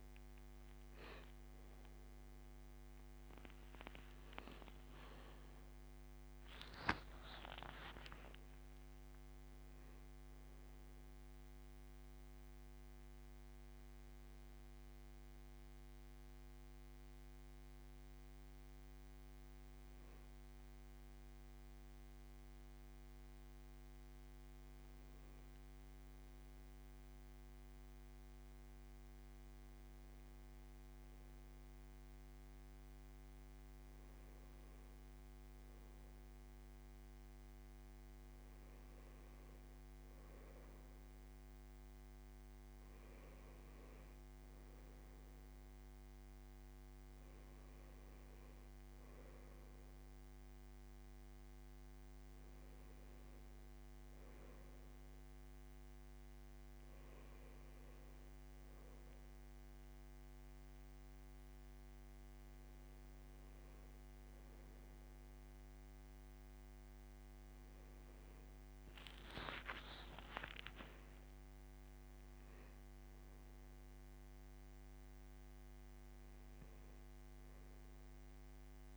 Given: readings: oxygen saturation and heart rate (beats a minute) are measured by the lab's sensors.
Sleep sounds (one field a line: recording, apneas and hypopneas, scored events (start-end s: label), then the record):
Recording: breathing in sleep by a microphone on the trachea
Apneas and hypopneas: none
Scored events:
4.50-6.50 s: long interval between heartbeats (device-marked, heart rate 81 before, 97 extreme)
30.00-78.97 s: new sleep stage, N2 (light sleep)
71.00-74.50 s: arousal
From the record:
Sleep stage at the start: N1 (lightest sleep)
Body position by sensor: on the back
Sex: male